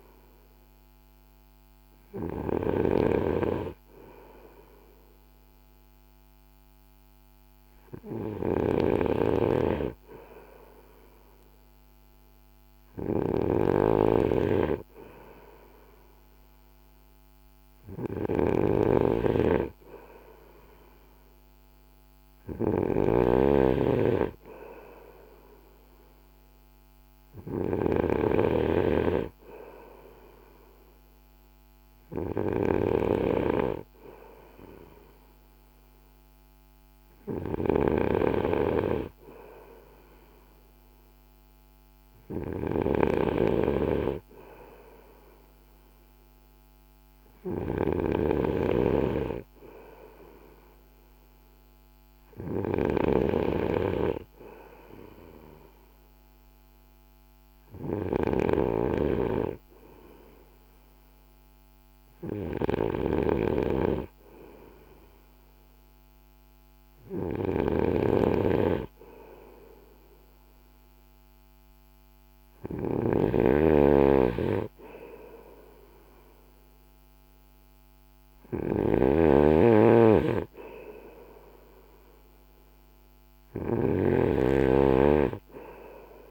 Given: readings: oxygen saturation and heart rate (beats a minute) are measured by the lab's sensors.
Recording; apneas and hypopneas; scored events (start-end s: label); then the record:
breathing in sleep by a microphone on the trachea; none
17.50-27.50 s: snoring (device-marked)
66.50-83.00 s: snoring (device-marked)
From the record:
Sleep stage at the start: N2 (light sleep); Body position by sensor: on the right side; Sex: male